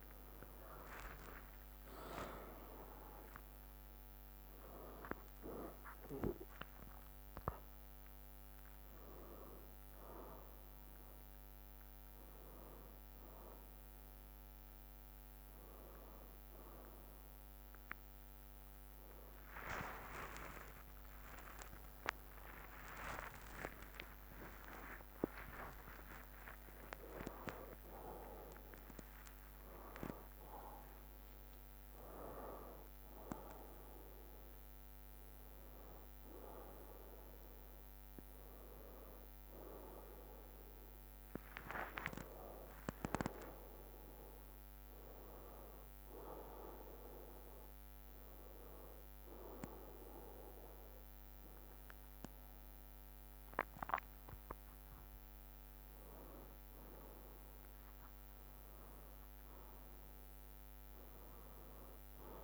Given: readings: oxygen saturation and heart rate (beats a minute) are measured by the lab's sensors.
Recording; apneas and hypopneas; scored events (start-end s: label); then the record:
a person awake in a sleep study, by a microphone on the trachea; none
0.00-9.50 s: drop in pulse transit time (device-marked, heart rate 69 extreme)
0.50-6.50 s: oxygen desaturation (device-marked, oxygen 96% before, 93% lowest, heart rate 132 before, 60 extreme)
18.50-31.50 s: tachycardia (device-marked, heart rate 68 before, 169 extreme)
19.50-21.50 s: long interval between heartbeats (device-marked, heart rate 74 before, 79 extreme)
21.50-23.50 s: long interval between heartbeats (device-marked, heart rate 71 before, 129 extreme)
24.00-26.00 s: long interval between heartbeats (device-marked, heart rate 74 before, 145 extreme)
28.50-30.50 s: long interval between heartbeats (device-marked, heart rate 94 before, 139 extreme)
50.50-62.43 s: oxygen desaturation (device-marked, oxygen 99% before, 93% lowest, heart rate 75 before, 58 extreme)
From the record:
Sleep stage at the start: awake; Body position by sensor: on the left side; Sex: male